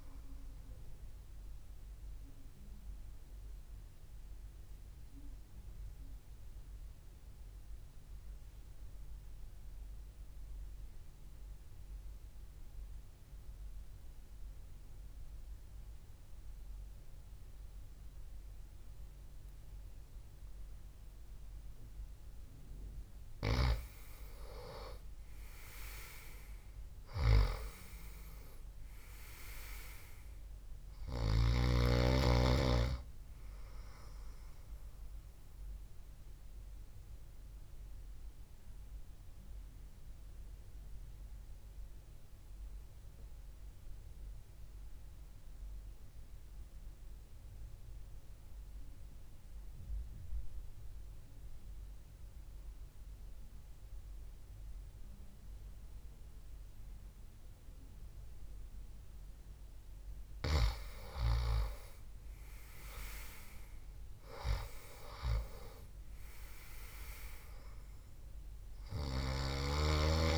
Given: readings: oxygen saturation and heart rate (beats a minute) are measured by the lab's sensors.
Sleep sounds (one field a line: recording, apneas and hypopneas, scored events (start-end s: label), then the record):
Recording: breathing in sleep by a room microphone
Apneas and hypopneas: 2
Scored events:
0.00-3.00 s: oxygen desaturation (device-marked, oxygen 92% lowest, heart rate 60 extreme)
2.50-23.50 s: obstructive apnea (oxygen 98% before, 90% lowest, heart rate 63 before, 59 extreme, up 2 after)
5.00-16.00 s: oxygen desaturation (device-marked, oxygen 94% before, 91% lowest, heart rate 63 before, 59 extreme)
24.00-51.00 s: oxygen desaturation (device-marked, oxygen 99% before, 90% lowest, heart rate 68 before, 59 extreme)
25.50-28.50 s: arousal
35.50-60.50 s: obstructive apnea (oxygen 99% before, 90% lowest, heart rate 64 before, 63 extreme, up 2 after)
62.50-66.50 s: arousal
68.00-70.38 s: oxygen desaturation (device-marked, oxygen 97% before, 90% lowest, heart rate 66 before, 58 extreme)
From the record:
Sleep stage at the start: N2 (light sleep)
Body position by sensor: on the back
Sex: male